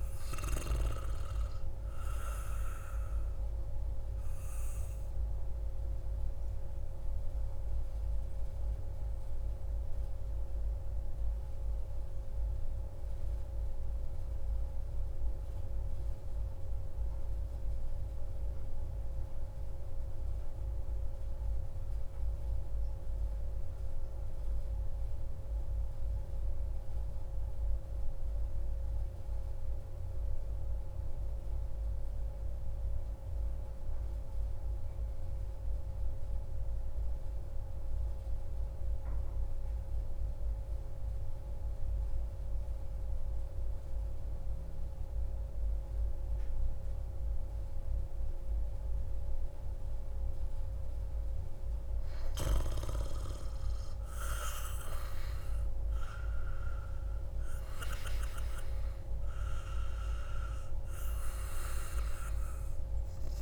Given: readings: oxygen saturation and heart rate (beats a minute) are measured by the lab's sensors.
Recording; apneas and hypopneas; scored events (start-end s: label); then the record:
breathing in sleep by a room microphone; 1
0.00-8.50 s: oxygen desaturation (device-marked, oxygen 90% lowest)
4.00-51.00 s: mixed apnea (oxygen 95% before, 91% lowest)
39.50-63.42 s: oxygen desaturation (device-marked, oxygen 97% before, 91% lowest)
52.00-56.00 s: arousal
From the record:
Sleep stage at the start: N2 (light sleep); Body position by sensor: on the back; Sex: male